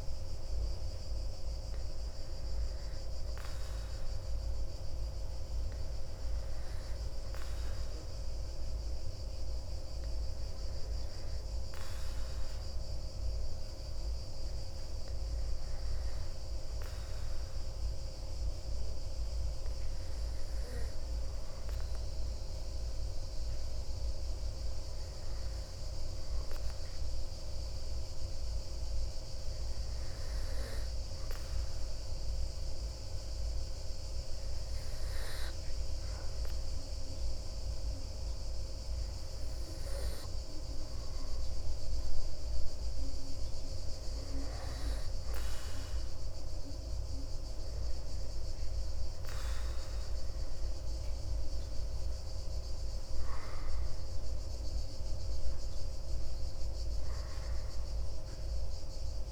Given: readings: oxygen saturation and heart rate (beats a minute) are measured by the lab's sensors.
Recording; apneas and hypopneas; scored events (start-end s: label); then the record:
breathing in sleep, hard to hear, by a room microphone; 1
19.50-43.00 s: hypopnea (oxygen 98% before, 95% lowest)
45.50-50.50 s: arousal
From the record:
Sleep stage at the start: N2 (light sleep); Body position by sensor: on the back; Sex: male